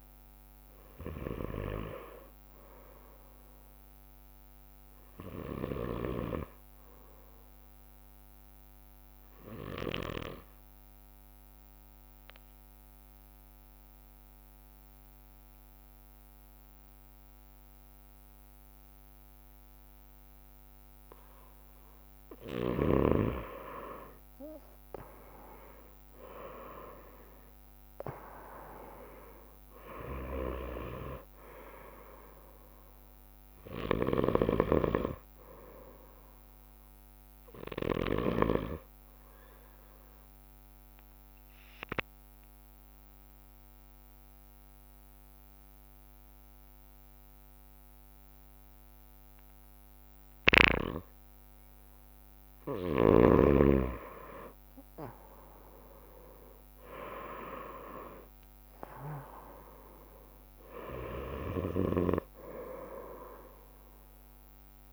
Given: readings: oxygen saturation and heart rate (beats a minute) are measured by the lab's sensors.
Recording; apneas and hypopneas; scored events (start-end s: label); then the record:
breathing in sleep by a microphone on the trachea; 2
0.00-11.00 s: oxygen desaturation (device-marked, oxygen 93% lowest, heart rate 55 extreme)
0.00-25.00 s: bradycardia (device-marked, heart rate 55 extreme)
8.50-22.00 s: obstructive apnea (oxygen 99% before, 94% lowest, heart rate 58 before, 53 extreme, up 8 after)
24.50-29.00 s: arousal
28.00-50.00 s: oxygen desaturation (device-marked, oxygen 98% before, 94% lowest, heart rate 56 before, 52 extreme)
30.00-57.00 s: bradycardia (device-marked, heart rate 59 before, 53 extreme)
40.50-53.00 s: obstructive apnea (oxygen 98% before, 94% lowest, heart rate 58 before, 52 extreme, up 5 after)
55.50-60.00 s: arousal
58.00-64.93 s: bradycardia (device-marked, heart rate 59 before, 52 extreme)
From the record:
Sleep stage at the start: N2 (light sleep); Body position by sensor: on the right side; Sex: male